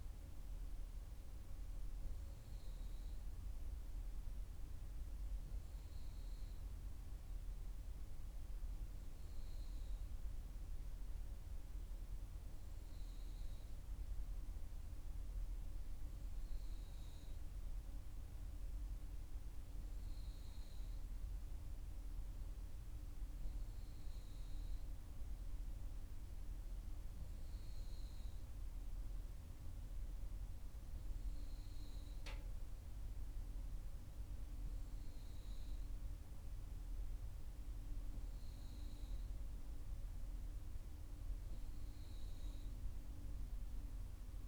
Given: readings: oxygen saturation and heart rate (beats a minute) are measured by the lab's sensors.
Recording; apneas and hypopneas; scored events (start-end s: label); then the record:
breathing in sleep, hard to hear, by a room microphone; none
none scored
From the record:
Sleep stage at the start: N3 (deep sleep); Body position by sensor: on the back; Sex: female